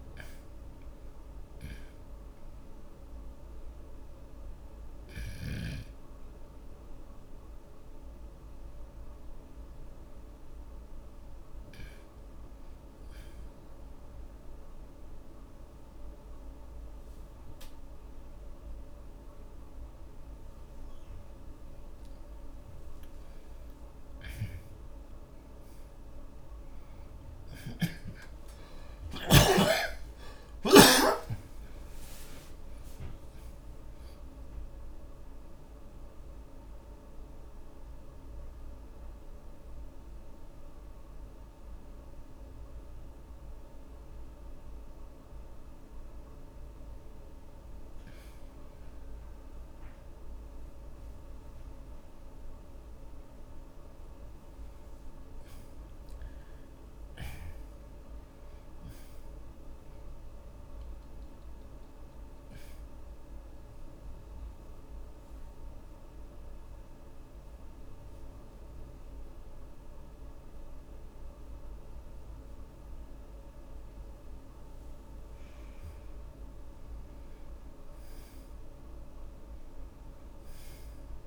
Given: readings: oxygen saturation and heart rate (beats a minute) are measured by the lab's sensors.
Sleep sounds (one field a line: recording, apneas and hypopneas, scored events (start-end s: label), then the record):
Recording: breathing in sleep, hard to hear, by a room microphone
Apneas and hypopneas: 3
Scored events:
8.00-20.00 s: oxygen desaturation (device-marked, oxygen 93% before, 76% lowest)
13.50-23.50 s: obstructive apnea (oxygen 95% before, 76% lowest)
27.50-32.50 s: arousal
28.00-40.00 s: oxygen desaturation (device-marked, oxygen 97% before, 91% lowest)
36.00-54.00 s: mixed apnea (oxygen 97% before, 80% lowest)
42.00-52.00 s: oxygen desaturation (device-marked, oxygen 92% before, 89% lowest)
55.00-58.50 s: arousal
58.00-78.00 s: oxygen desaturation (device-marked, oxygen 98% before, 81% lowest)
64.50-74.50 s: obstructive apnea (oxygen 98% before, 80% lowest)
76.50-79.50 s: arousal
From the record:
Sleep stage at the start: N2 (light sleep)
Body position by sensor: on the back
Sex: male